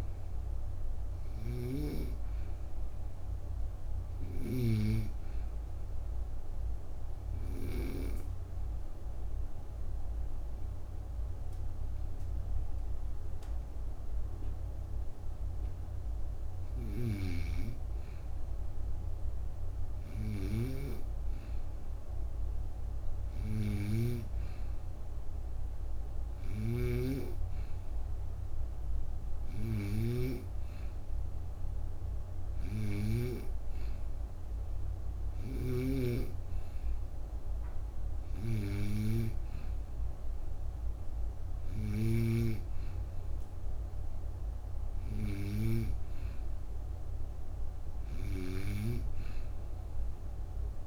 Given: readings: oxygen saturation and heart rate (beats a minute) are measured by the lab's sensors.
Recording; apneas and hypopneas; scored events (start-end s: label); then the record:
breathing in sleep by a room microphone; 1
1.00-4.50 s: snoring (device-marked)
4.50-16.00 s: obstructive apnea (oxygen 96% before, 92% lowest)
16.50-24.00 s: snoring (device-marked)
18.50-21.50 s: arousal
26.00-33.00 s: snoring (device-marked)
From the record:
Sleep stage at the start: N2 (light sleep); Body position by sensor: on the right side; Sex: female